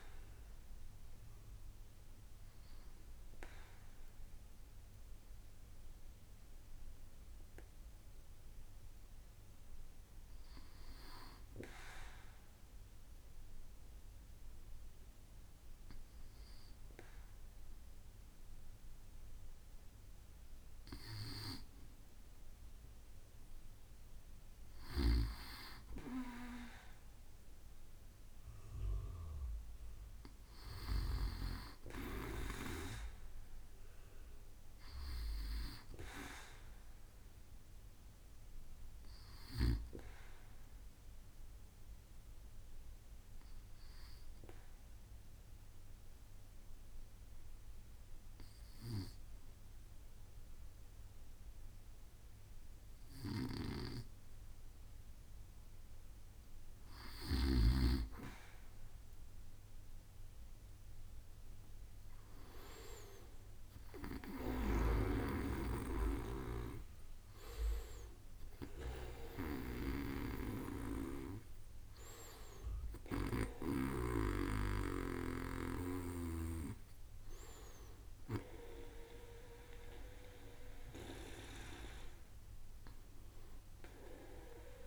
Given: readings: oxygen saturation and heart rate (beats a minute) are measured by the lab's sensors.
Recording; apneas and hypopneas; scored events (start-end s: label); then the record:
breathing in sleep by a room microphone; 2
11.50-23.50 s: hypopnea (oxygen 96% before, 95% lowest, heart rate 67 before, 64 extreme, up 6 after)
26.00-30.00 s: arousal
41.00-56.00 s: obstructive apnea (oxygen 98% before, 95% lowest, heart rate 68 before, 63 extreme, up 6 after)
59.00-63.00 s: arousal
From the record:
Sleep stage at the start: N2 (light sleep); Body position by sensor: on the back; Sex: male